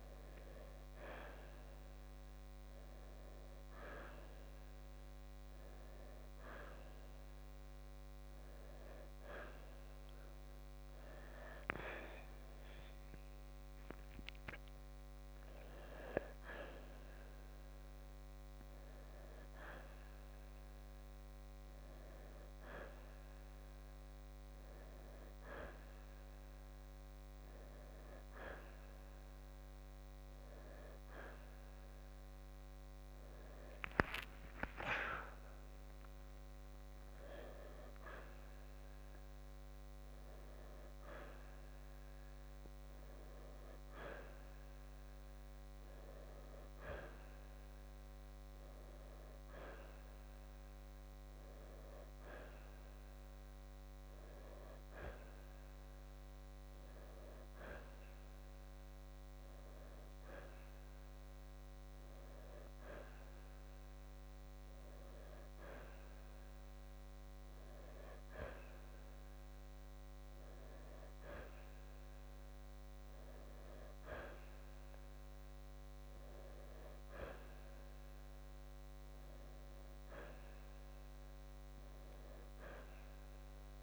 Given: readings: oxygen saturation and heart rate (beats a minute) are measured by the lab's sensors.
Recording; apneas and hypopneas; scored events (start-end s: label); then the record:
breathing in sleep by a microphone on the trachea; none
34.00-37.50 s: arousal
From the record:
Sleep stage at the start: N2 (light sleep); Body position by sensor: on the right side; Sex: male